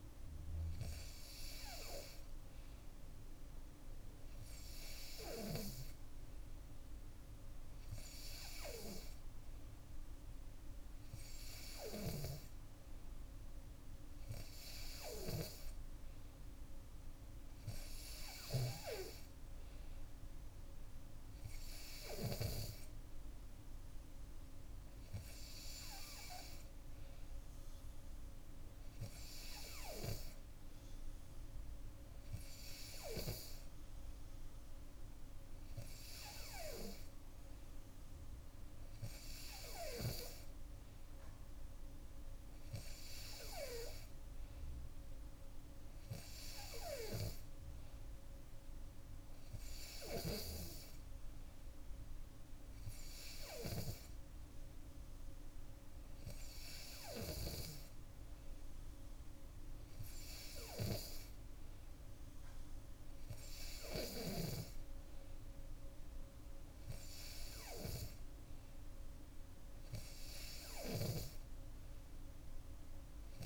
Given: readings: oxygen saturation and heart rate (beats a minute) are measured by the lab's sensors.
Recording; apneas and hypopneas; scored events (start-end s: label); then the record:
breathing in sleep by a room microphone; none
none scored
From the record:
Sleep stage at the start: N2 (light sleep); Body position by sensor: on the back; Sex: female